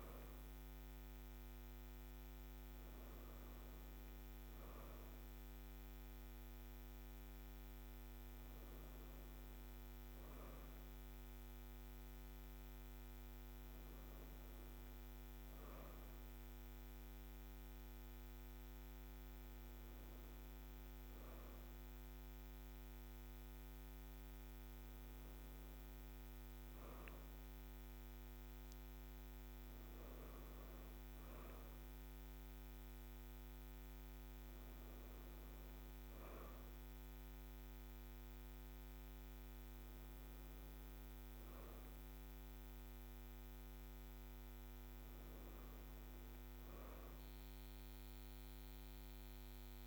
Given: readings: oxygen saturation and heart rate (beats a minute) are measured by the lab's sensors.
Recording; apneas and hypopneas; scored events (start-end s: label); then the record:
breathing in sleep, hard to hear, by a microphone on the trachea; none
none scored
From the record:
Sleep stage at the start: N2 (light sleep); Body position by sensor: on the right side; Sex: female